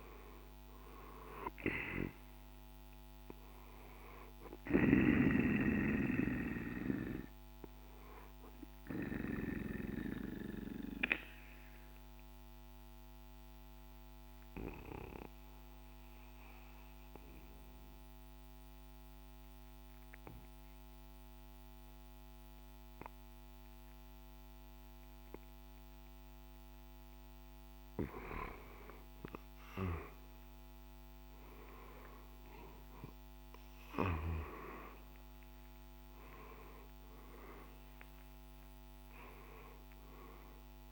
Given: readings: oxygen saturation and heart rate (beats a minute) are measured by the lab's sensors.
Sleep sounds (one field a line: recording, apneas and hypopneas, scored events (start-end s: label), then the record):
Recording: breathing in sleep by a microphone on the trachea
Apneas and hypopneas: 1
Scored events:
0.00-9.00 s: drop in pulse transit time (device-marked, heart rate 57 extreme)
5.00-21.00 s: oxygen desaturation (device-marked, oxygen 97% before, 88% lowest, heart rate 56 before, 52 extreme)
8.50-26.50 s: obstructive apnea (oxygen 98% before, 88% lowest, heart rate 57 before, 52 extreme, up 7 after)
28.50-32.50 s: arousal
34.00-40.92 s: drop in pulse transit time (device-marked, heart rate 55 before, 60 extreme)
34.00-40.92 s: oxygen desaturation (device-marked, oxygen 97% before, 90% lowest, heart rate 55 before, 51 extreme)
From the record:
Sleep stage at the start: N2 (light sleep)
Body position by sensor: on the right side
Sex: male